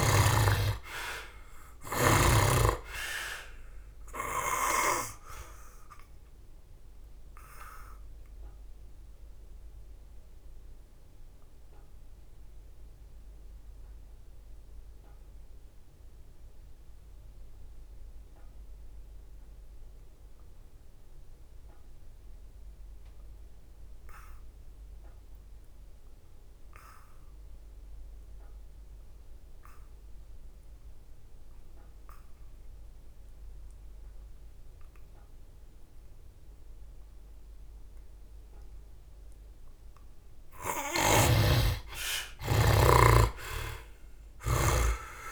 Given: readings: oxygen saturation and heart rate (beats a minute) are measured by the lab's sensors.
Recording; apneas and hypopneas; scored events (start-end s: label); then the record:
breathing in sleep by a room microphone; 1
0.00-1.00 s: arousal
0.00-22.00 s: oxygen desaturation (device-marked, oxygen 63% lowest, heart rate 66 extreme)
5.50-39.00 s: obstructive apnea (oxygen 98% before, 62% lowest, heart rate 74 before, 67 extreme, up 8 after)
24.00-45.32 s: oxygen desaturation (device-marked, oxygen 96% before, 62% lowest, heart rate 75 before, 66 extreme)
40.50-44.50 s: arousal
40.50-44.50 s: snoring (device-marked)
From the record:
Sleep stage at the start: N2 (light sleep); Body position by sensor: on the back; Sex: male